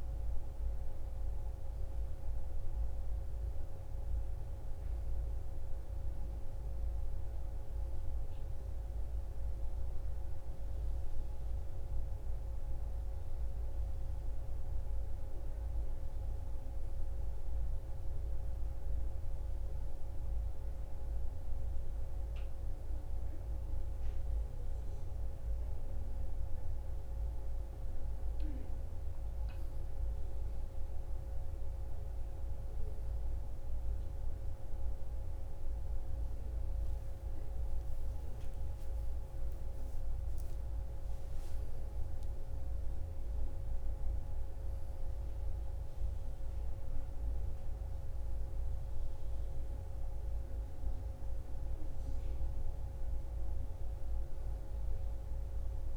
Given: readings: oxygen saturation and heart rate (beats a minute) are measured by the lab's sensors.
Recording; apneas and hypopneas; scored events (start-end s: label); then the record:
a person awake in a sleep study, hard to hear, by a room microphone; none
44.50-55.97 s: new sleep stage, N1 (lightest sleep)
From the record:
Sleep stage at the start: awake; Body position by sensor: on the right side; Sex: female